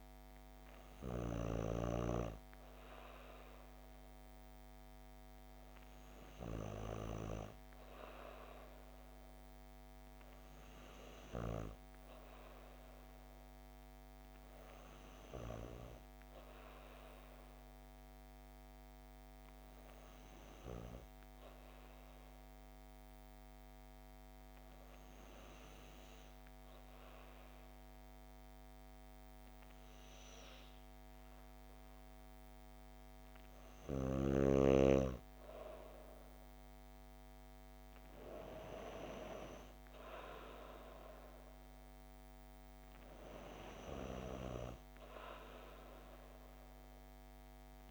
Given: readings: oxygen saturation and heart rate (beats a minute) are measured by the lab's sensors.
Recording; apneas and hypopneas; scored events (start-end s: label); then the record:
breathing in sleep by a microphone on the trachea; none
none scored
From the record:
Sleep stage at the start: N2 (light sleep); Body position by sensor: on the back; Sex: female